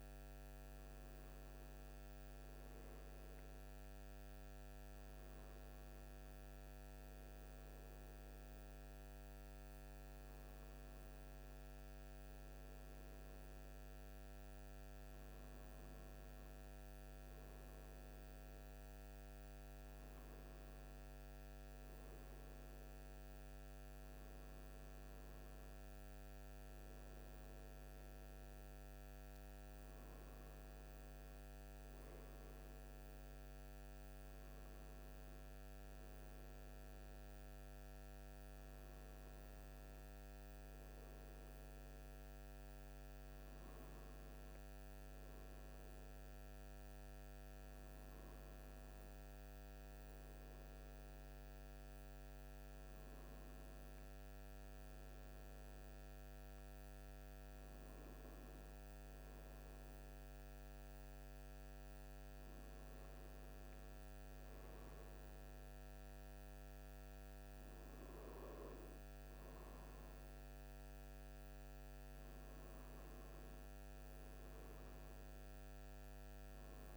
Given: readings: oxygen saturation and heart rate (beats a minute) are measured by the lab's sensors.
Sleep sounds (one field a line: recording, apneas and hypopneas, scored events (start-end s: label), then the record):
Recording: a person awake in a sleep study, hard to hear, by a microphone on the trachea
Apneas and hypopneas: none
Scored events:
none scored
From the record:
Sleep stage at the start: awake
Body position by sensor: on the right side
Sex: male